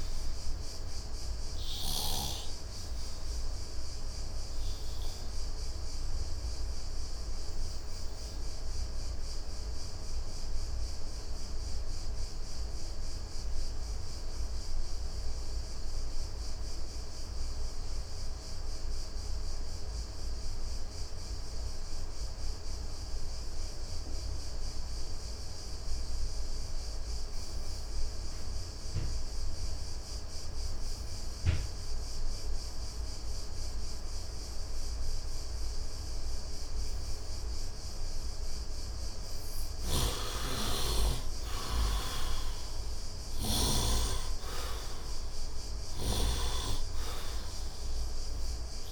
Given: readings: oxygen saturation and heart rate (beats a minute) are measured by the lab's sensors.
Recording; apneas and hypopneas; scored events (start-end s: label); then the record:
breathing in sleep by a room microphone; 1
0.00-2.00 s: snoring (device-marked)
0.00-16.50 s: oxygen desaturation (device-marked, oxygen 73% lowest, heart rate 69 extreme)
3.00-37.00 s: obstructive apnea (oxygen 98% before, 68% lowest, heart rate 87 before, 69 extreme, up 26 after)
18.50-48.92 s: oxygen desaturation (device-marked, oxygen 100% before, 68% lowest, heart rate 73 before, 69 extreme)
39.50-43.50 s: snoring (device-marked)
39.50-44.00 s: arousal
From the record:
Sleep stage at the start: N2 (light sleep); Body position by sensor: on the right side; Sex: male